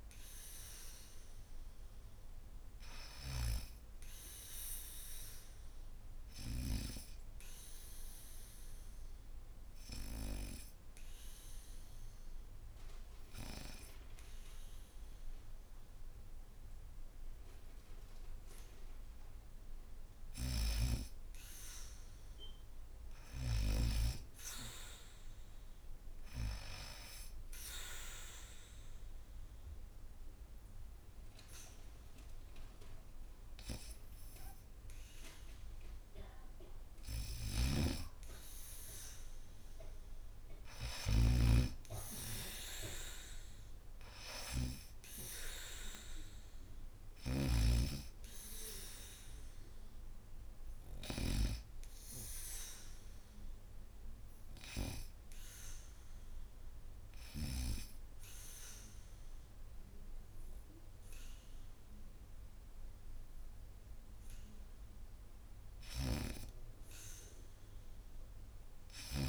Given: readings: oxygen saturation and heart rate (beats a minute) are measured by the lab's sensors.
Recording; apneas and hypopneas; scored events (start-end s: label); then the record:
breathing in sleep by a room microphone; 2
7.50-19.50 s: obstructive apnea (oxygen 98% before, 87% lowest, heart rate 79 before, 73 extreme, up 0 after)
21.00-24.00 s: arousal
25.00-46.00 s: oxygen desaturation (device-marked, oxygen 98% before, 87% lowest, heart rate 76 before, 75 extreme)
27.50-37.50 s: obstructive apnea (oxygen 98% before, 87% lowest, heart rate 76 before, 76 extreme, up 6 after)
37.00-47.00 s: snoring (device-marked)
39.50-43.50 s: arousal
From the record:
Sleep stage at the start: N2 (light sleep); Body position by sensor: on the back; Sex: female